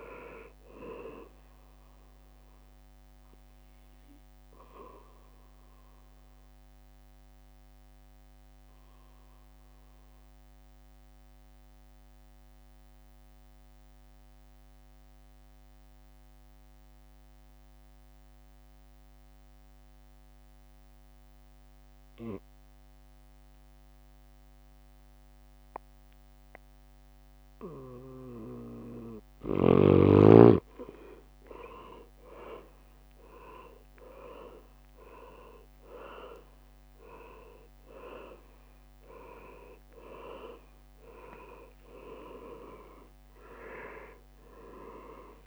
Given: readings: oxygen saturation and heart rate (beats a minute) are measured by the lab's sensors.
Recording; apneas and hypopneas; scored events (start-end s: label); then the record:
breathing in sleep by a microphone on the trachea; 1
0.00-6.00 s: drop in pulse transit time (device-marked, heart rate 66 extreme)
0.00-18.00 s: oxygen desaturation (device-marked, oxygen 94% lowest, heart rate 59 extreme)
5.50-30.00 s: obstructive apnea (oxygen 100% before, 90% lowest, heart rate 68 before, 59 extreme, up 11 after)
29.00-32.50 s: leg movement (device-marked)
29.00-45.47 s: oxygen desaturation (device-marked, oxygen 99% before, 90% lowest, heart rate 61 before, 60 extreme)
31.50-36.00 s: arousal
32.00-45.47 s: drop in pulse transit time (device-marked, heart rate 62 before, 66 extreme)
38.00-42.00 s: leg movement (device-marked)
From the record:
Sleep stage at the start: N2 (light sleep); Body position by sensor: on the back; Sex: male